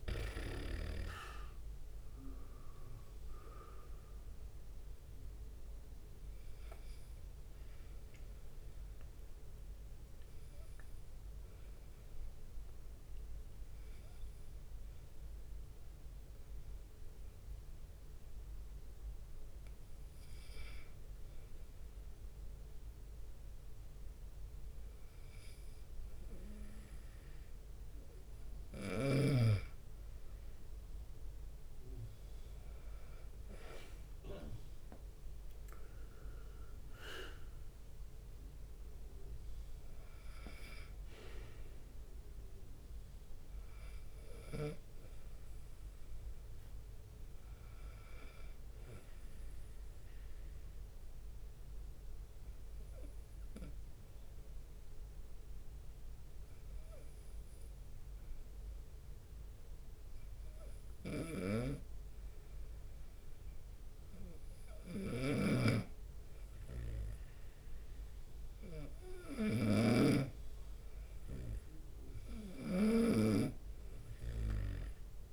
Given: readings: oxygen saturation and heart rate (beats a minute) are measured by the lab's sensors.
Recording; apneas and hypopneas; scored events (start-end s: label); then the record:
breathing in sleep by a room microphone; 2
0.00-1.00 s: snoring (device-marked)
0.00-1.50 s: leg movement (device-marked)
0.00-16.50 s: oxygen desaturation (device-marked, oxygen 90% lowest)
0.00-75.33 s: bradycardia (device-marked)
1.00-3.00 s: long interval between heartbeats (device-marked)
4.50-6.50 s: long interval between heartbeats (device-marked, heart rate 36 before, 38 extreme)
9.50-21.50 s: obstructive apnea (oxygen 96% before, 92% lowest)
13.50-15.50 s: long interval between heartbeats (device-marked)
18.50-27.50 s: drop in pulse transit time (device-marked)
20.50-25.00 s: leg movement (device-marked)
22.50-24.50 s: long interval between heartbeats (device-marked)
25.00-30.00 s: arousal
29.50-31.50 s: long interval between heartbeats (device-marked)
33.00-37.50 s: leg movement (device-marked)
34.50-45.50 s: drop in pulse transit time (device-marked)
35.00-37.00 s: long interval between heartbeats (device-marked)
40.00-42.00 s: long interval between heartbeats (device-marked)
45.50-47.50 s: long interval between heartbeats (device-marked)
49.50-64.50 s: obstructive apnea (oxygen 98% before, 93% lowest)
51.00-53.00 s: long interval between heartbeats (device-marked)
56.50-58.50 s: long interval between heartbeats (device-marked)
57.50 s: drop in pulse transit time (device-marked)
61.50-69.50 s: snoring (device-marked)
62.50-63.50 s: drop in pulse transit time (device-marked)
62.50-64.50 s: long interval between heartbeats (device-marked)
66.50-70.00 s: arousal
68.00-70.00 s: long interval between heartbeats (device-marked)
69.50-75.33 s: drop in pulse transit time (device-marked)
71.50-75.00 s: snoring (device-marked)
71.50-75.33 s: oxygen desaturation (device-marked, oxygen 96% before, 93% lowest)
73.50-75.33 s: long interval between heartbeats (device-marked)
From the record:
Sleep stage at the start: N2 (light sleep); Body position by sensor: on the right side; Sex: male